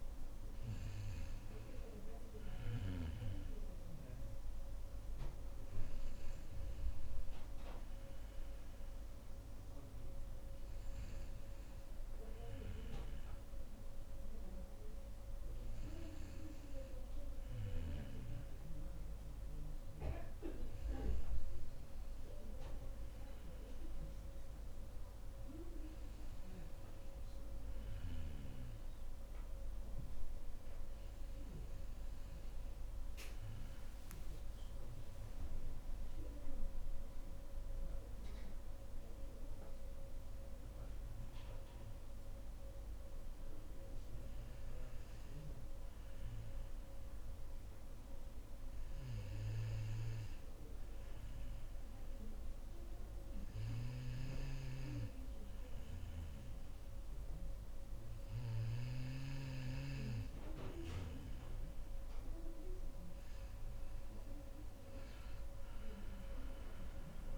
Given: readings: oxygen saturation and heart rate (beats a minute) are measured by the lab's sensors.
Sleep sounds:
breathing in sleep by a room microphone; 1
0.00-3.00 s: snoring (device-marked)
33.50-37.50 s: arousal
46.00-60.00 s: hypopnea (oxygen 94% before, 89% lowest, heart rate 62 before, 57 extreme, up 4 after)
63.50-67.00 s: arousal
63.50-67.38 s: oxygen desaturation (device-marked, oxygen 95% before, 91% lowest, heart rate 60 before, 57 extreme)
From the record:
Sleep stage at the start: N2 (light sleep); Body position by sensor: on the back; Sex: female

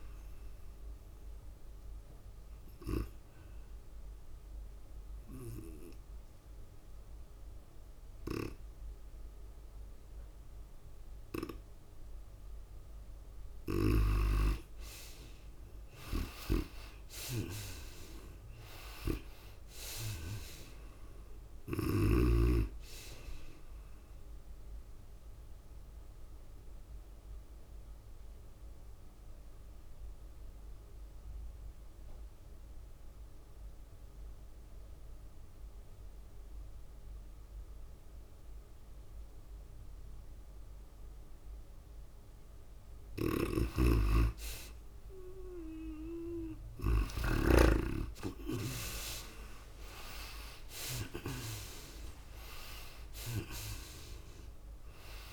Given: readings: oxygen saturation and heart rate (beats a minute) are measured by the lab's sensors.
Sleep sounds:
breathing in sleep by a room microphone; 2
0.00-3.00 s: tachycardia (device-marked, heart rate 105 extreme)
0.00-5.00 s: drop in pulse transit time (device-marked, heart rate 90 extreme)
0.00-7.00 s: oxygen desaturation (device-marked, oxygen 76% lowest, heart rate 87 extreme)
6.00-16.00 s: obstructive apnea (oxygen 92% before, 81% lowest, heart rate 100 before, 92 extreme, up 3 after)
13.00-34.00 s: oxygen desaturation (device-marked, oxygen 98% before, 84% lowest, heart rate 102 before, 90 extreme)
18.00-20.50 s: arousal
19.00-25.00 s: tachycardia (device-marked, heart rate 97 before, 102 extreme)
26.50-43.00 s: obstructive apnea (oxygen 98% before, 75% lowest, heart rate 100 before, 90 extreme, up 7 after)
39.00-55.33 s: oxygen desaturation (device-marked, oxygen 97% before, 81% lowest, heart rate 98 before, 87 extreme)
44.00-48.50 s: snoring (device-marked)
45.50-48.00 s: arousal
51.00-55.33 s: tachycardia (device-marked, heart rate 97 before, 103 extreme)
52.00-55.33 s: drop in pulse transit time (device-marked, heart rate 93 before, 99 extreme)
From the record:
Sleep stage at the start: N2 (light sleep); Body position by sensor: on the right side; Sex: female

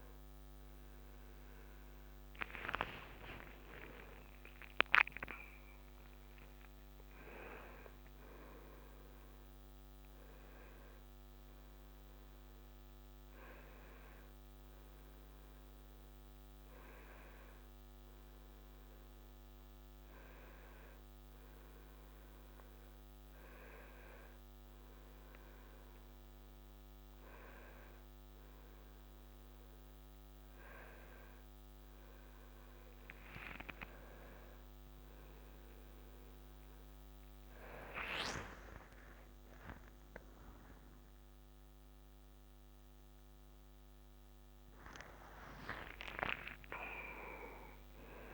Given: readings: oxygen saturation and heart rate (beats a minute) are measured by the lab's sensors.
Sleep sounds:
a person awake in a sleep study, by a microphone on the trachea; none
none scored
From the record:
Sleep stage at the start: awake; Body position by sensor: on the right side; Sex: male

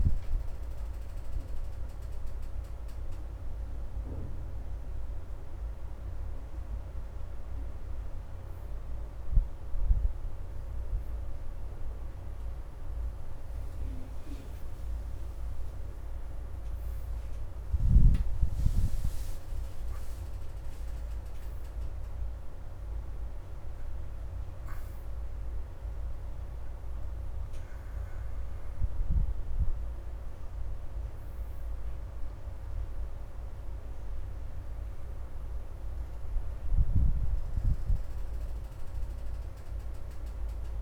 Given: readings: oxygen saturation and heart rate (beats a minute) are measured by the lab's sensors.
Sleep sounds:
breathing in sleep, hard to hear, by a room microphone; none
13.00-26.00 s: oxygen desaturation (device-marked, oxygen 91% before, 82% lowest, heart rate 89 before, 79 extreme)
From the record:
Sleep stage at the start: N1 (lightest sleep); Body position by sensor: on the back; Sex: female

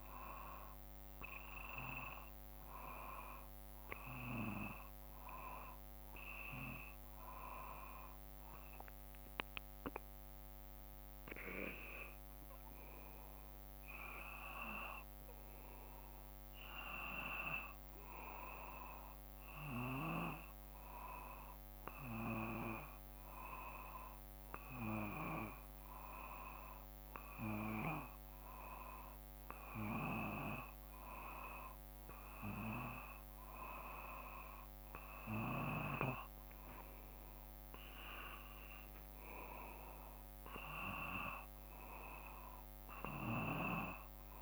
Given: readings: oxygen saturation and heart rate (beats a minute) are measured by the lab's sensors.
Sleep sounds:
breathing in sleep by a microphone on the trachea; none
none scored
From the record:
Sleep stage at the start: N2 (light sleep); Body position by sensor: on the back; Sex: male

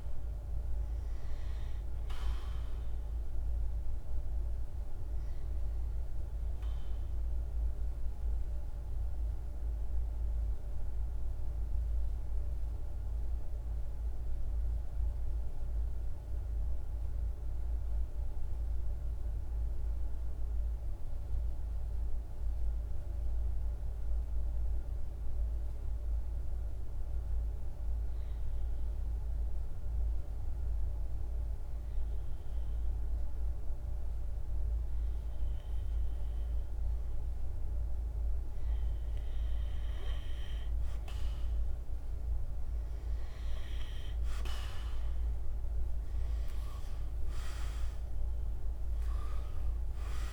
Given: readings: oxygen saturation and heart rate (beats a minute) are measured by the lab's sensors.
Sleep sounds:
breathing in sleep, hard to hear, by a room microphone; 1
0.00-14.50 s: oxygen desaturation (device-marked, oxygen 91% lowest, heart rate 51 extreme)
7.50-27.00 s: central apnea (oxygen 98% before, 91% lowest, heart rate 55 before, 51 extreme, up 2 after)
28.50-32.50 s: arousal
28.50-50.33 s: oxygen desaturation (device-marked, oxygen 99% before, 91% lowest, heart rate 52 before, 52 extreme)
From the record:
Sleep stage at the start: N2 (light sleep); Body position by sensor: on the right side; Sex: male

